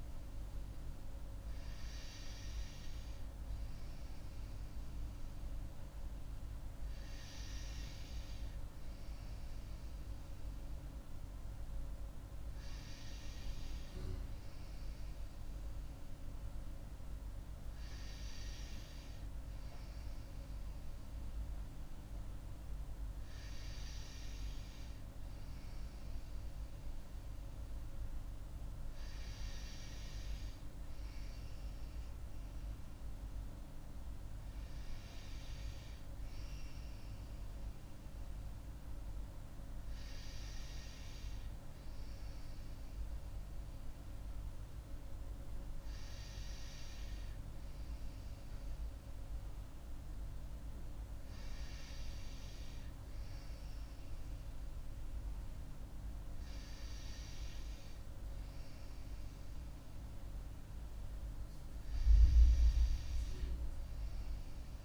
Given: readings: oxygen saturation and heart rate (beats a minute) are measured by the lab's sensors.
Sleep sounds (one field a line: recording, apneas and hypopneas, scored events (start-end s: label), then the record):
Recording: breathing in sleep, hard to hear, by a room microphone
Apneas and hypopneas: none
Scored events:
none scored
From the record:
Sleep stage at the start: N2 (light sleep)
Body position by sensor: on the right side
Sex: female